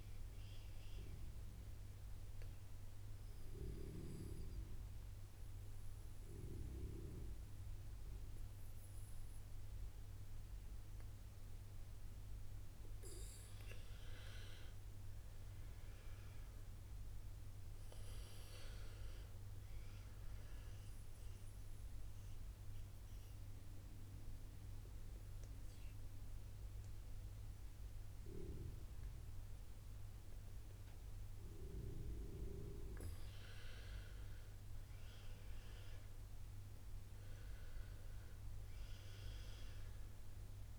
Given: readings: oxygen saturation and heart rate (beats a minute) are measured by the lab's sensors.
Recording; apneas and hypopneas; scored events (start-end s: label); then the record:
breathing in sleep by a room microphone; 1
0.00-17.50 s: oxygen desaturation (device-marked, oxygen 84% lowest, heart rate 56 extreme)
22.00-33.00 s: obstructive apnea (oxygen 91% before, 84% lowest, heart rate 58 before, 59 extreme, up 4 after)
24.50-38.50 s: oxygen desaturation (device-marked, oxygen 91% before, 85% lowest, heart rate 58 before, 59 extreme)
34.50-38.50 s: arousal
From the record:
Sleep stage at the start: N2 (light sleep); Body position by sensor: on the right side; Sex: female